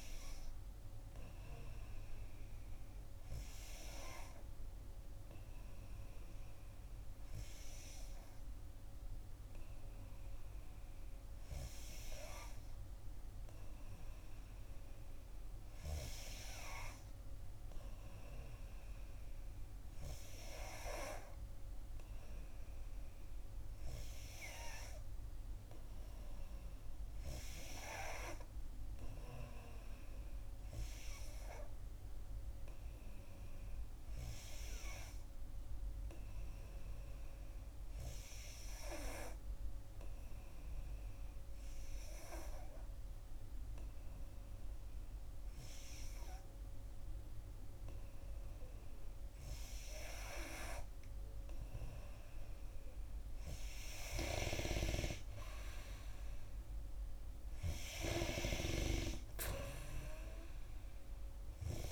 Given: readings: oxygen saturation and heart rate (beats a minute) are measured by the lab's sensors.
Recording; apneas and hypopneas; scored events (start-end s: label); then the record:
breathing in sleep by a room microphone; 1
0.00-1.50 s: arousal
36.00-50.00 s: obstructive apnea (oxygen 94% before, 89% lowest, heart rate 62 before, 56 extreme, up 2 after)
55.50-58.50 s: arousal
From the record:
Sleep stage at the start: N2 (light sleep); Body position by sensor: on the back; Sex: female